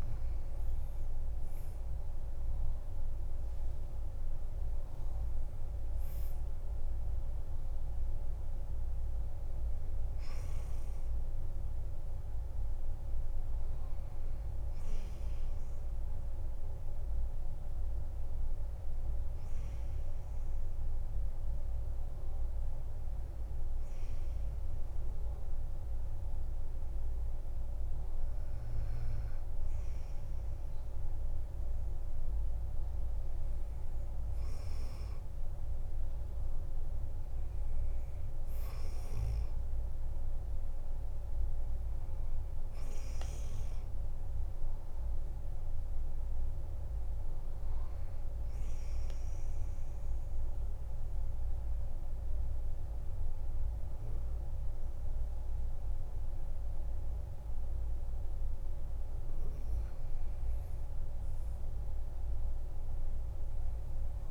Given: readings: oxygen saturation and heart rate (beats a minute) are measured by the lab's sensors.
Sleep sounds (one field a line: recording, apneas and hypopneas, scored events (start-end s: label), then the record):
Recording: breathing in sleep, hard to hear, by a room microphone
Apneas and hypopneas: 1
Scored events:
48.50-60.00 s: obstructive apnea (oxygen 96% before, 91% lowest, heart rate 54 before, 48 extreme, up 12 after)
62.00-64.31 s: arousal
From the record:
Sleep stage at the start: N2 (light sleep)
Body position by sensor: on the back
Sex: male